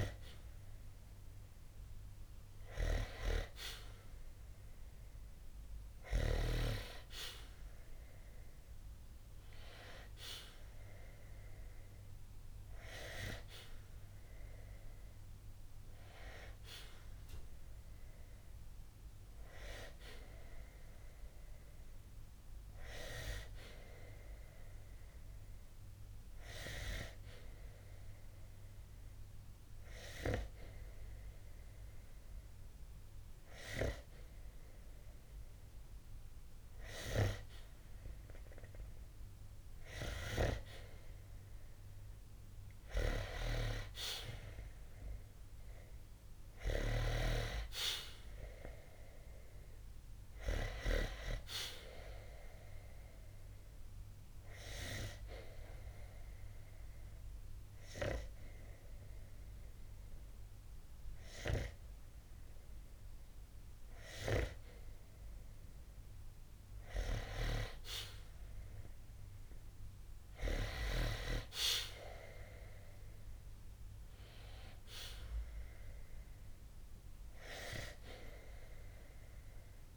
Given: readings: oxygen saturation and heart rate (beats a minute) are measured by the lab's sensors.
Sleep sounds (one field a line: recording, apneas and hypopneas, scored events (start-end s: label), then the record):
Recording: breathing in sleep by a room microphone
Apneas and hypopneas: 2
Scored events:
26.50-37.00 s: hypopnea (oxygen 95% before, 91% lowest, heart rate 60 before, 60 extreme, up 0 after)
39.50-43.00 s: arousal
40.50-64.50 s: oxygen desaturation (device-marked, oxygen 94% before, 91% lowest, heart rate 60 before, 60 extreme)
53.50-66.00 s: hypopnea (oxygen 94% before, 91% lowest, heart rate 60 before, 62 extreme, up 14 after)
70.50-74.50 s: arousal
74.50-79.97 s: oxygen desaturation (device-marked, oxygen 95% before, 91% lowest, heart rate 69 before, 60 extreme)
From the record:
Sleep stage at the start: N2 (light sleep)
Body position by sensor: on the back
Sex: male